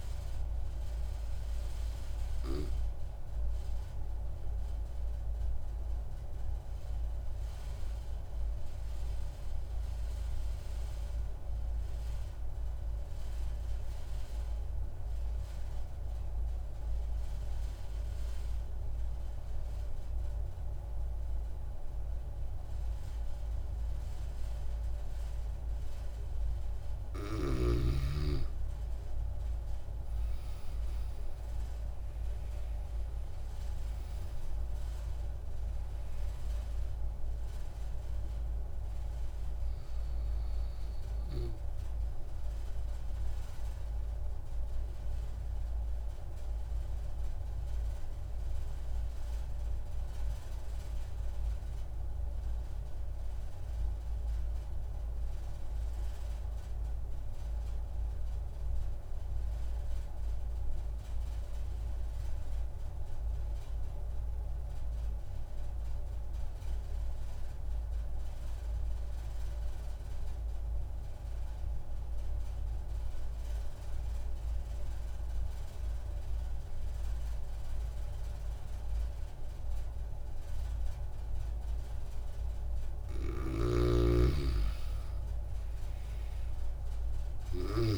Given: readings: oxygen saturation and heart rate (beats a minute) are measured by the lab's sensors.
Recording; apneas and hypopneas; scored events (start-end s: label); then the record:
breathing in sleep, hard to hear, by a room microphone; 2
6.50-26.00 s: obstructive apnea (oxygen 96% before, 92% lowest)
23.50-45.50 s: oxygen desaturation (device-marked, oxygen 97% before, 92% lowest)
29.50-34.00 s: arousal
45.00-82.00 s: obstructive apnea (oxygen 97% before, 89% lowest)
71.50-87.98 s: oxygen desaturation (device-marked, oxygen 97% before, 89% lowest)
83.00-87.00 s: arousal
83.00-87.98 s: snoring (device-marked)
From the record:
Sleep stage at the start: N1 (lightest sleep); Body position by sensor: on the back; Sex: male